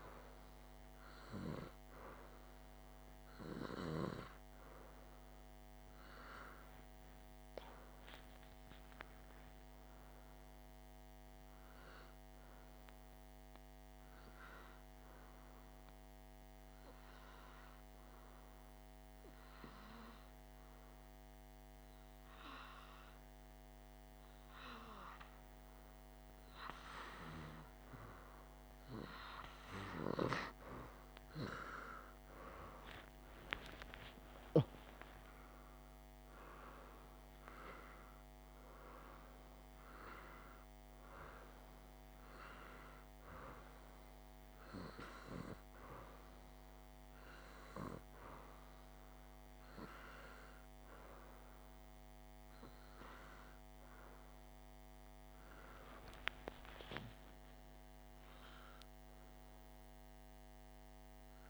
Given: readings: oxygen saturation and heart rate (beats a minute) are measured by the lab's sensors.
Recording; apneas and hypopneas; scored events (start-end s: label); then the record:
breathing in sleep by a microphone on the trachea; 1
16.50-28.50 s: hypopnea (oxygen 97% before, 93% lowest, heart rate 54 before, 48 extreme, up 9 after)
31.50-35.00 s: arousal
32.50-56.50 s: oxygen desaturation (device-marked, oxygen 97% before, 93% lowest, heart rate 52 before, 50 extreme)
57.50-61.50 s: arousal
From the record:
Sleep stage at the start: N2 (light sleep); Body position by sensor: on the back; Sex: male